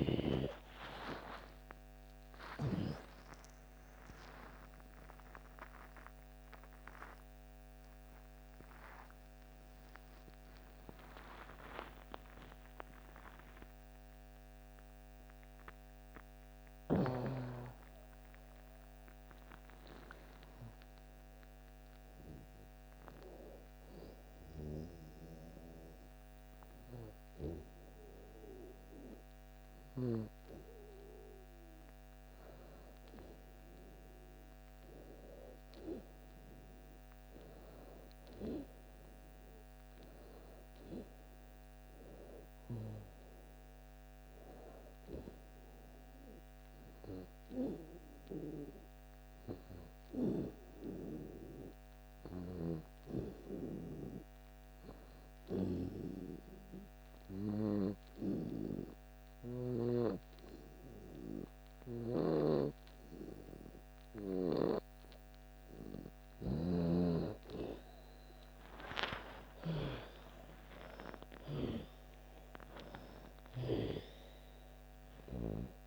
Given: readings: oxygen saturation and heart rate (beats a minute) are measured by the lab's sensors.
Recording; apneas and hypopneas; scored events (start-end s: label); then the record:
breathing in sleep by a microphone on the trachea; 2
0.00-29.50 s: oxygen desaturation (device-marked, oxygen 78% lowest)
0.50-6.50 s: arousal
23.50-34.00 s: hypopnea (oxygen 87% before, 80% lowest)
28.50-75.87 s: new sleep stage, N2 (light sleep)
36.50-40.50 s: arousal
41.50-51.50 s: oxygen desaturation (device-marked, oxygen 98% before, 92% lowest)
45.50-65.50 s: hypopnea (oxygen 98% before, 82% lowest)
59.50-75.87 s: oxygen desaturation (device-marked, oxygen 94% before, 85% lowest)
68.00-72.50 s: arousal
From the record:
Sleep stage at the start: N1 (lightest sleep); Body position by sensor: on the back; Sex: female